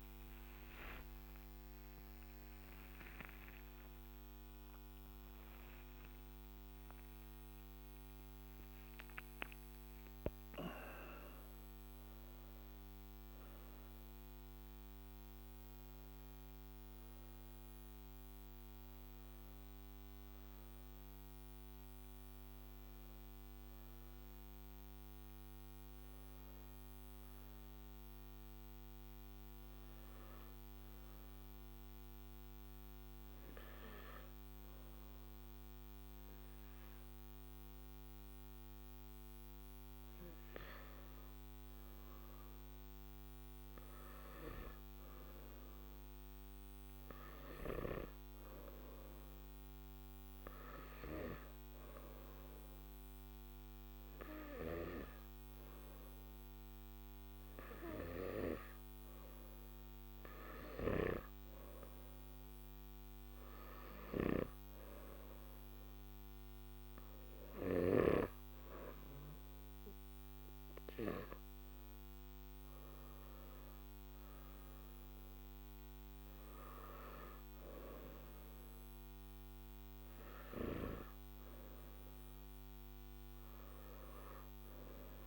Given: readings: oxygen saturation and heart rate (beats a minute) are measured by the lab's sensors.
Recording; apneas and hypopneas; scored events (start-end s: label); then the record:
breathing in sleep by a microphone on the trachea; none
0.00-1.50 s: long interval between heartbeats (device-marked, heart rate 87 extreme)
0.00-16.50 s: oxygen desaturation (device-marked, oxygen 90% lowest, heart rate 49 extreme)
3.00-5.00 s: long interval between heartbeats (device-marked, heart rate 64 before, 105 extreme)
From the record:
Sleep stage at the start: N2 (light sleep); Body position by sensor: on the back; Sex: male